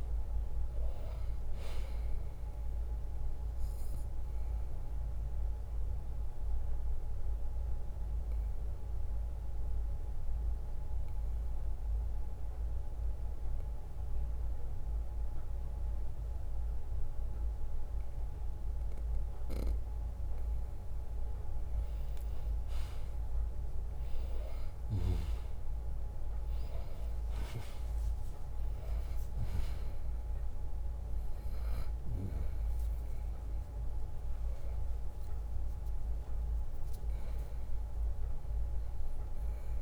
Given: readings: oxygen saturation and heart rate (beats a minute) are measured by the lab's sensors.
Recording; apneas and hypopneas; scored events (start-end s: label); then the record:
breathing in sleep, hard to hear, by a room microphone; 1
0.00-1.50 s: arousal
0.00-10.50 s: drop in pulse transit time (device-marked, heart rate 61 extreme)
6.50-20.00 s: obstructive apnea (oxygen 97% before, 91% lowest, heart rate 61 before, 51 extreme, up 0 after)
14.50-22.50 s: oxygen desaturation (device-marked, oxygen 95% before, 91% lowest, heart rate 63 before, 51 extreme)
19.50-26.50 s: bradycardia (device-marked, heart rate 62 before, 51 extreme)
21.00-23.00 s: long interval between heartbeats (device-marked, heart rate 62 before, 60 extreme)
23.00-27.50 s: arousal
25.50-38.50 s: drop in pulse transit time (device-marked, heart rate 60 before, 52 extreme)
From the record:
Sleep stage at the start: N2 (light sleep); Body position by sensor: on the right side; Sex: male